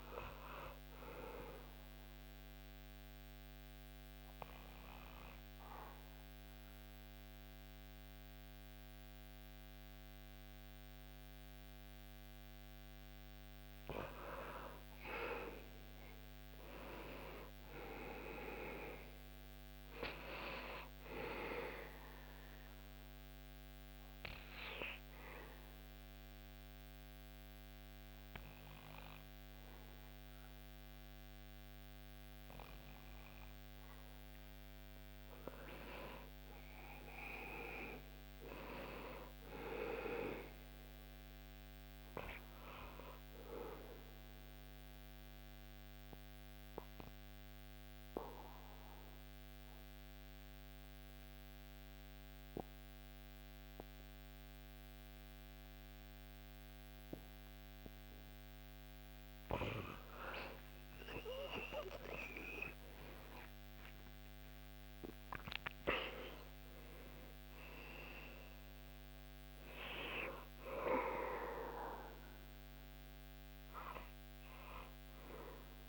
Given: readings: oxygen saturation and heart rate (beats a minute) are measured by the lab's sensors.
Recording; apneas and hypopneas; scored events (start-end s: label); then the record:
breathing in sleep by a microphone on the trachea; 3
1.00-13.00 s: obstructive apnea (oxygen 99% before, 90% lowest, heart rate 79 before, 66 extreme, up 27 after)
13.00-22.00 s: oxygen desaturation (device-marked, oxygen 97% before, 90% lowest, heart rate 75 before, 66 extreme)
15.50-19.00 s: arousal
21.00-34.00 s: obstructive apnea (oxygen 99% before, 94% lowest, heart rate 76 before, 66 extreme, up 15 after)
37.50-42.00 s: arousal
44.50-59.00 s: obstructive apnea (oxygen 100% before, 97% lowest, heart rate 73 before, 69 extreme, up 12 after)
60.50-65.00 s: arousal
From the record:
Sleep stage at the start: N2 (light sleep); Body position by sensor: on the back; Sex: male